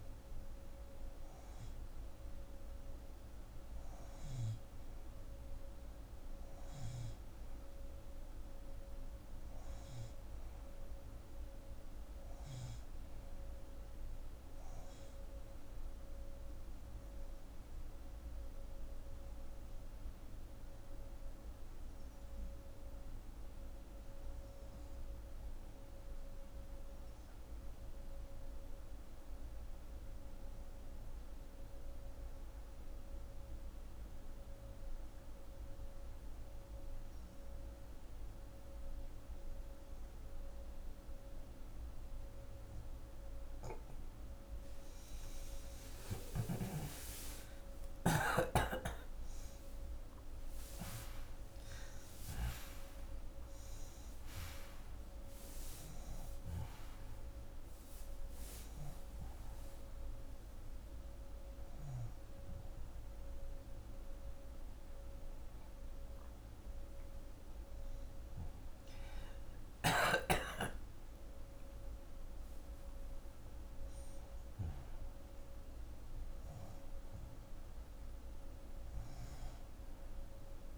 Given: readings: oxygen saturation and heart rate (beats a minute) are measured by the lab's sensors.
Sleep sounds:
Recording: breathing in sleep by a room microphone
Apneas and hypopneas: 1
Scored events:
0.00-15.50 s: oxygen desaturation (device-marked, oxygen 82% lowest, heart rate 55 extreme)
18.50-42.50 s: hypopnea (oxygen 90% before, 78% lowest, heart rate 128 before, 52 extreme)
39.50-72.50 s: oxygen desaturation (device-marked, oxygen 88% before, 78% lowest)
44.50-49.00 s: arousal
70.00-75.50 s: arousal
From the record:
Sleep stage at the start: N2 (light sleep)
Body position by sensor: on the left side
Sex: female

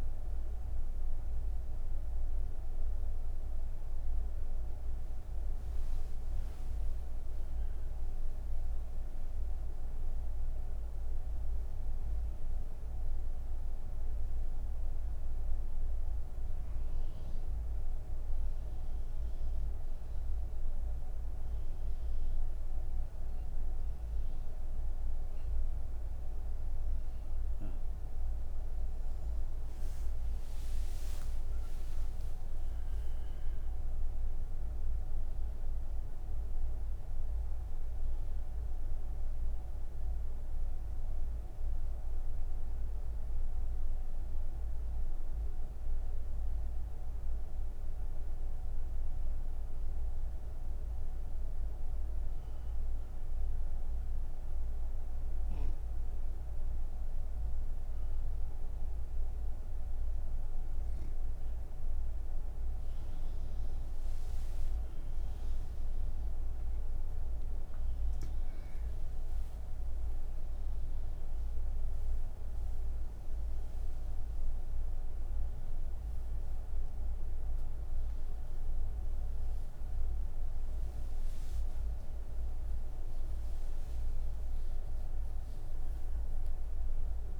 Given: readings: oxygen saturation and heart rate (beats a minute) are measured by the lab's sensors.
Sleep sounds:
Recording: breathing in sleep, hard to hear, by a room microphone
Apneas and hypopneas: none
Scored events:
0.00-12.50 s: oxygen desaturation (device-marked, oxygen 90% lowest)
56.50-66.50 s: oxygen desaturation (device-marked, oxygen 97% before, 94% lowest)
68.50-87.40 s: new sleep stage, N3 (deep sleep)
From the record:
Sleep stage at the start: N1 (lightest sleep)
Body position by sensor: on the back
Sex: female

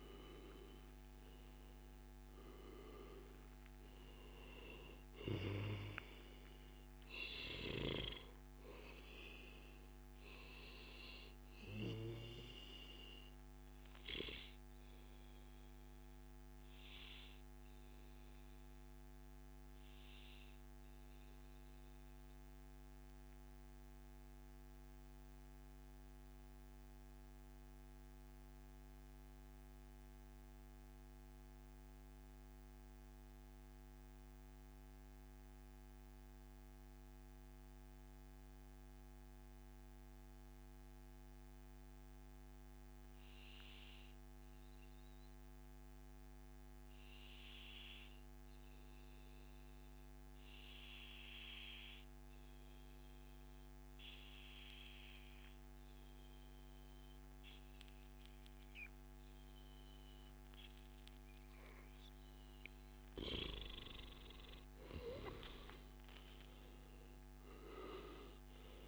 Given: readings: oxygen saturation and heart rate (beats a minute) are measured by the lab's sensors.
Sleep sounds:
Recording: breathing in sleep by a microphone on the trachea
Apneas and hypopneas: 1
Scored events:
0.00-2.50 s: arousal
18.00-60.50 s: mixed apnea (oxygen 98% before, 91% lowest, heart rate 141 before, 87 extreme, up 41 after)
21.50-23.50 s: long interval between heartbeats (device-marked, heart rate 141 before, 133 extreme)
27.00-29.00 s: long interval between heartbeats (device-marked, heart rate 136 before, 97 extreme)
29.50-31.50 s: long interval between heartbeats (device-marked, heart rate 132 before, 100 extreme)
33.50-35.50 s: long interval between heartbeats (device-marked, heart rate 124 before, 109 extreme)
45.50-47.50 s: long interval between heartbeats (device-marked, heart rate 110 before, 106 extreme)
48.50-50.50 s: long interval between heartbeats (device-marked, heart rate 110 before, 96 extreme)
52.00-54.00 s: long interval between heartbeats (device-marked, heart rate 108 before, 91 extreme)
64.50-68.88 s: arousal
65.00-68.88 s: oxygen desaturation (device-marked, oxygen 96% before, 91% lowest, heart rate 103 before, 134 extreme)
From the record:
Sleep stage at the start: N2 (light sleep)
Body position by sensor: on the back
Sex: male

